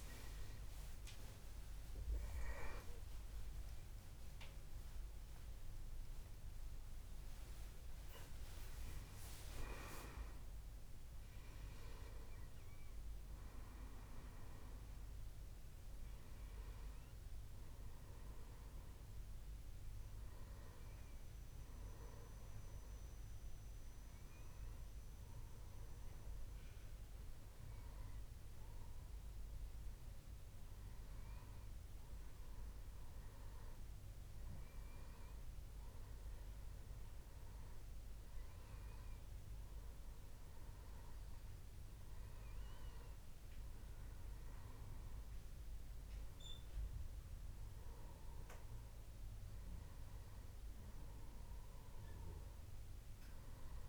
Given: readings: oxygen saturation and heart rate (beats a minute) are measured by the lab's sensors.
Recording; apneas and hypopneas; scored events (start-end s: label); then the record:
a person partly awake in a sleep study, hard to hear, by a room microphone; none
0.00-8.50 s: tachycardia (device-marked, heart rate 189 extreme)
0.50-2.50 s: long interval between heartbeats (device-marked, heart rate 80 before, 94 extreme)
3.50-5.50 s: long interval between heartbeats (device-marked, heart rate 84 before, 144 extreme)
5.50-7.50 s: long interval between heartbeats (device-marked, heart rate 90 before, 177 extreme)
5.50-53.89 s: new sleep stage, N1 (lightest sleep)
From the record:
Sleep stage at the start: awake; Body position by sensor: on the back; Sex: male